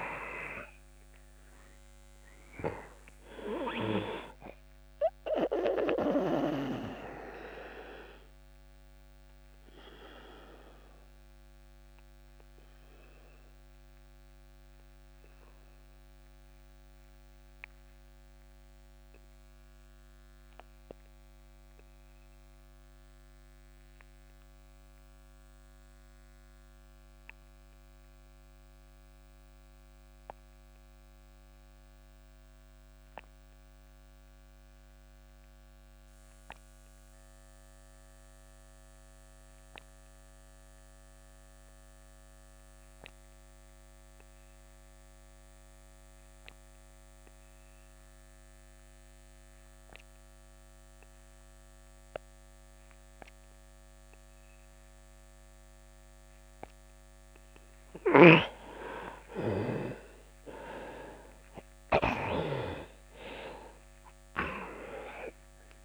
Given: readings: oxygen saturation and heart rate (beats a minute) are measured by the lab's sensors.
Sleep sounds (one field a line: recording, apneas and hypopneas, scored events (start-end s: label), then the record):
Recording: breathing in sleep by a microphone on the trachea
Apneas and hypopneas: 1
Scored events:
0.00-25.50 s: oxygen desaturation (device-marked, oxygen 82% lowest)
5.00-58.00 s: obstructive apnea (oxygen 97% before, 81% lowest)
44.50-65.85 s: oxygen desaturation (device-marked, oxygen 99% before, 81% lowest)
59.50-63.00 s: arousal
From the record:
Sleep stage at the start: N2 (light sleep)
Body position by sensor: on the back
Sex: male